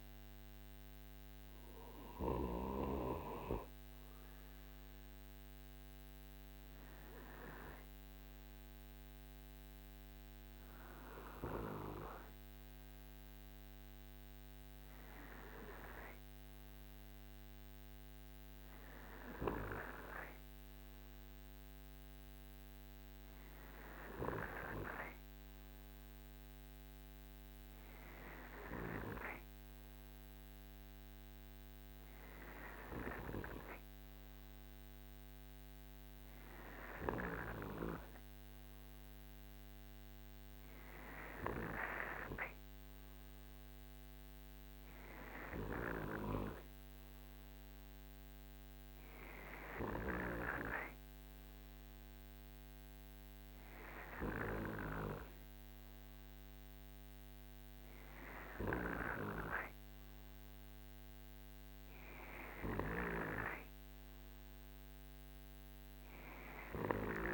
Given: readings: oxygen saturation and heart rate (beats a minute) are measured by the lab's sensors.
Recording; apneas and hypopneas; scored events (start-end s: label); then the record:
breathing in sleep by a microphone on the trachea; none
none scored
From the record:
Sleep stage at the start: N2 (light sleep); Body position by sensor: on the right side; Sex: male